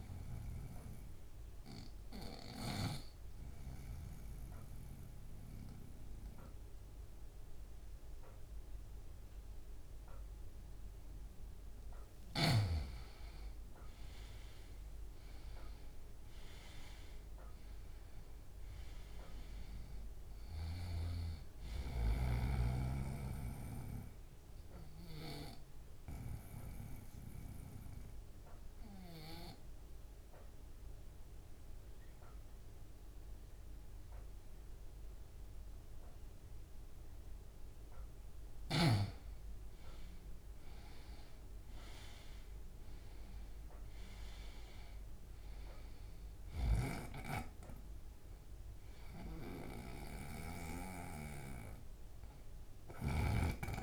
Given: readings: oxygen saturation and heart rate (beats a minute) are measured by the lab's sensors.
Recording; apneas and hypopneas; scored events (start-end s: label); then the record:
breathing in sleep by a room microphone; 2
0.00-3.00 s: oxygen desaturation (device-marked, oxygen 91% lowest, heart rate 39 extreme)
2.00-12.00 s: obstructive apnea (oxygen 96% before, 89% lowest, heart rate 157 before, 39 extreme, up 18 after)
6.00-13.00 s: bradycardia (device-marked, heart rate 116 before, 59 extreme)
14.50-19.50 s: arousal
23.00-41.00 s: oxygen desaturation (device-marked, oxygen 96% before, 89% lowest)
24.00-37.50 s: obstructive apnea (oxygen 98% before, 89% lowest)
26.00-50.00 s: bradycardia (device-marked)
40.00-44.50 s: arousal
48.00-53.83 s: oxygen desaturation (device-marked, oxygen 97% before, 90% lowest, heart rate 44 before, 58 extreme)
50.00-53.50 s: snoring (device-marked)
From the record:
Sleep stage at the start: N2 (light sleep); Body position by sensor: on the right side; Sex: male